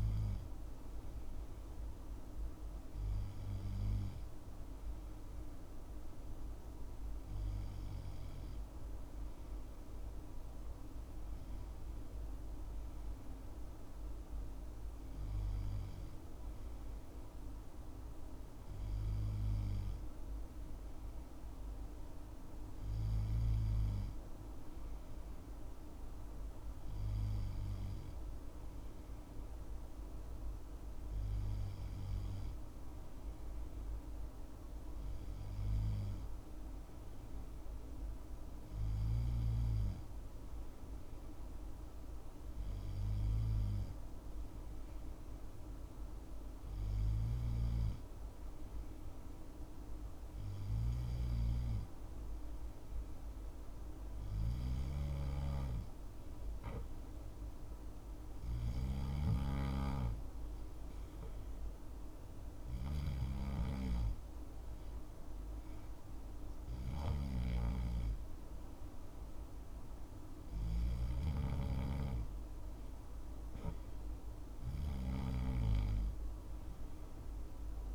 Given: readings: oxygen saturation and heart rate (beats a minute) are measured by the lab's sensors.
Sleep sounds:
breathing in sleep by a room microphone; none
50.50-55.00 s: snoring (device-marked)
From the record:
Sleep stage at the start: N2 (light sleep); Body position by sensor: on the left side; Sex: male

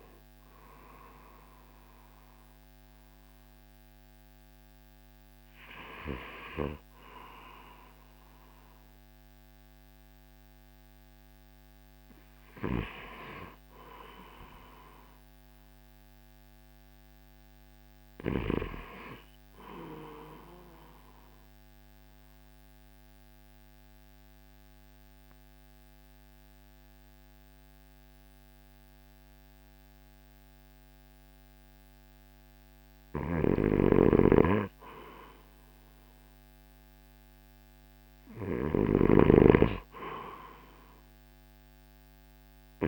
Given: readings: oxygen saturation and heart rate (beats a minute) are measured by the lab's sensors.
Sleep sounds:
breathing in sleep by a microphone on the trachea; 1
0.00-14.00 s: oxygen desaturation (device-marked, oxygen 88% lowest, heart rate 55 extreme)
19.50-31.50 s: obstructive apnea (oxygen 99% before, 90% lowest, heart rate 59 before, 55 extreme, up 5 after)
24.00-42.88 s: new sleep stage, N2 (light sleep)
32.50-36.50 s: arousal
32.50-42.88 s: snoring (device-marked)
37.00-42.88 s: oxygen desaturation (device-marked, oxygen 97% before, 90% lowest, heart rate 57 before, 52 extreme)
From the record:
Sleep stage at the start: N1 (lightest sleep); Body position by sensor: on the right side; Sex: male

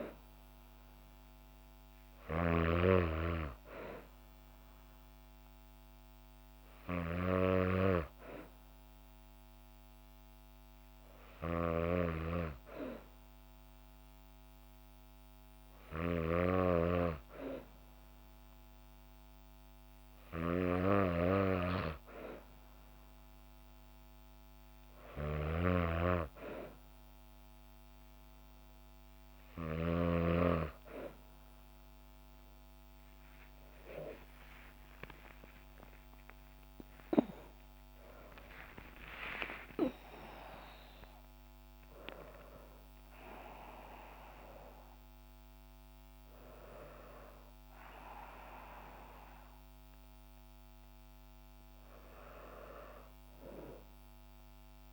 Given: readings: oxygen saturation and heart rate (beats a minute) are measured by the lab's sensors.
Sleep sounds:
breathing in sleep by a microphone on the trachea; none
33.50-39.50 s: arousal
From the record:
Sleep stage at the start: N2 (light sleep); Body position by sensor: on the back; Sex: female

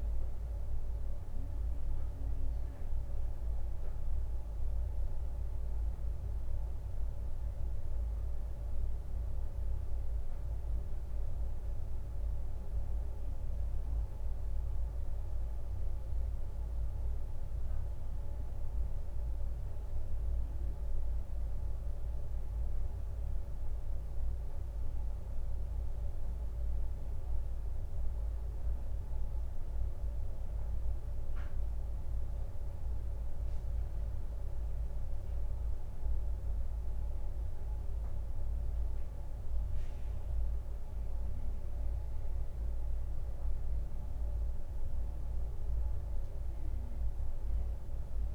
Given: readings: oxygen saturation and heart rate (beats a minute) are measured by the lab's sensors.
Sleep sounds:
breathing in sleep, hard to hear, by a room microphone; none
none scored
From the record:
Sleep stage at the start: N2 (light sleep); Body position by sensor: on the right side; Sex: male

